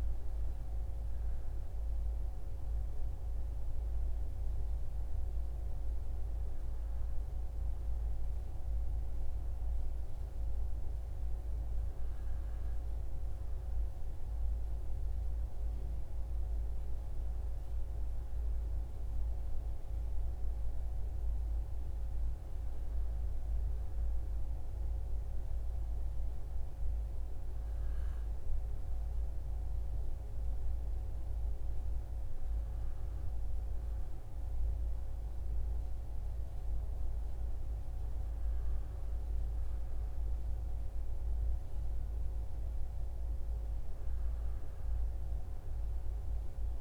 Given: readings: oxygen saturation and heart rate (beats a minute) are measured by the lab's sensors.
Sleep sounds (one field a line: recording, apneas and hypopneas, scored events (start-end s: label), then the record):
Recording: breathing in sleep, hard to hear, by a room microphone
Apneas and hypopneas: none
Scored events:
none scored
From the record:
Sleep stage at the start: REM sleep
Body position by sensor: on the back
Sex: male